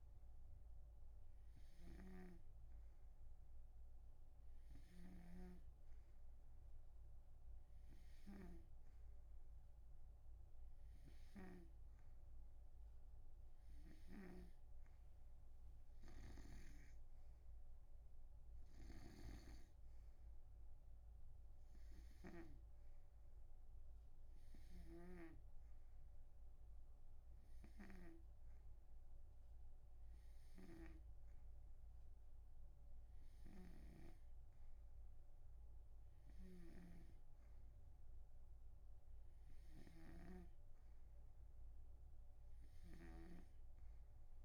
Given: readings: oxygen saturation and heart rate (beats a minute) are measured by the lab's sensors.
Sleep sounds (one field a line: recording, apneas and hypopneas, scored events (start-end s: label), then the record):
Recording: breathing in sleep by a room microphone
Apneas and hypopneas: none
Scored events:
0.00-12.00 s: snoring (device-marked)
18.50-33.50 s: oxygen desaturation (device-marked, oxygen 93% before, 90% lowest)
19.00-23.00 s: snoring (device-marked)
25.00-34.50 s: snoring (device-marked)
36.50-44.45 s: snoring (device-marked)
From the record:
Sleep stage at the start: N2 (light sleep)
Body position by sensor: on the right side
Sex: male